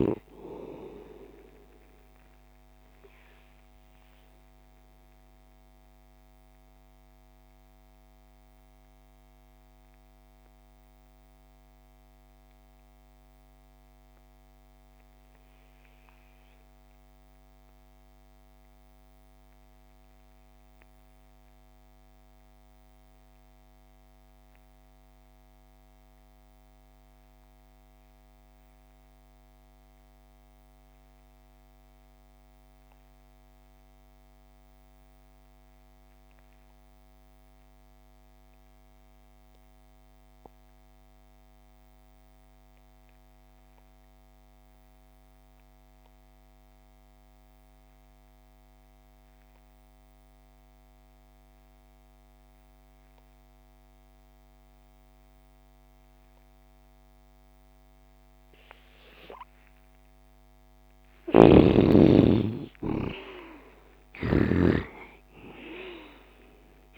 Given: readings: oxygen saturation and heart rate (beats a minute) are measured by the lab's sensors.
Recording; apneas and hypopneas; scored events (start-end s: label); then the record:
breathing in sleep by a microphone on the trachea; 1
0.00-17.50 s: oxygen desaturation (device-marked, oxygen 76% lowest)
4.00-60.50 s: mixed apnea (oxygen 95% before, 68% lowest)
36.50-66.97 s: oxygen desaturation (device-marked, oxygen 96% before, 68% lowest)
62.50-66.00 s: arousal
63.50-66.97 s: snoring (device-marked)
From the record:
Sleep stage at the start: REM sleep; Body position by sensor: on the left side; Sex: male